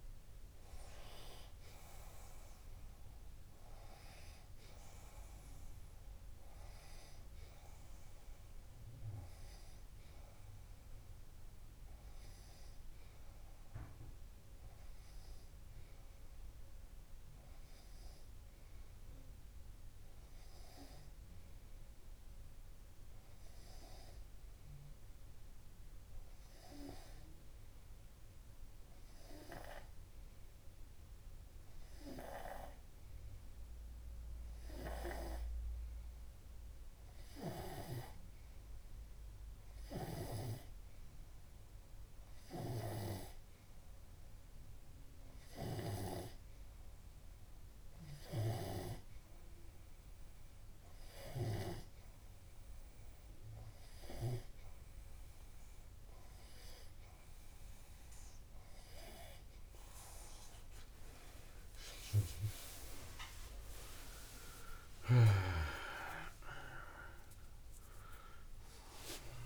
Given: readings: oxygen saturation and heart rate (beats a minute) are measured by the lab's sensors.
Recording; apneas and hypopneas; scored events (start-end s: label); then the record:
breathing in sleep by a room microphone; 1
8.50-60.00 s: hypopnea (oxygen 96% before, 95% lowest)
61.50-69.46 s: new sleep stage, awake
From the record:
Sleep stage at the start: N2 (light sleep); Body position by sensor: on the left side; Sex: male